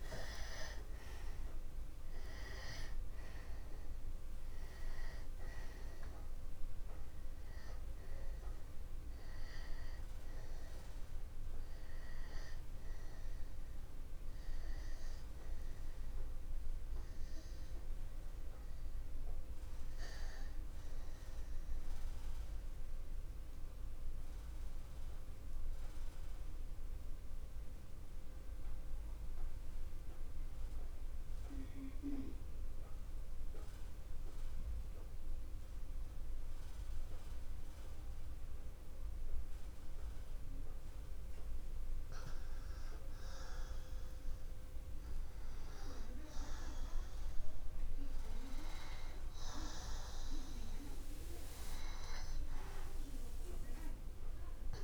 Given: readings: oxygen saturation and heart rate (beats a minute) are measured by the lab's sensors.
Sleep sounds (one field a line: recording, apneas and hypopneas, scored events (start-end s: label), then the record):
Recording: breathing in sleep by a room microphone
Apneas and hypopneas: 1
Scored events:
0.00-28.00 s: oxygen desaturation (device-marked, oxygen 84% lowest)
22.50-42.50 s: mixed apnea (oxygen 94% before, 85% lowest, heart rate 34 before, 35 extreme)
43.50-48.50 s: arousal
From the record:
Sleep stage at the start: N2 (light sleep)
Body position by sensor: on the back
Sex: male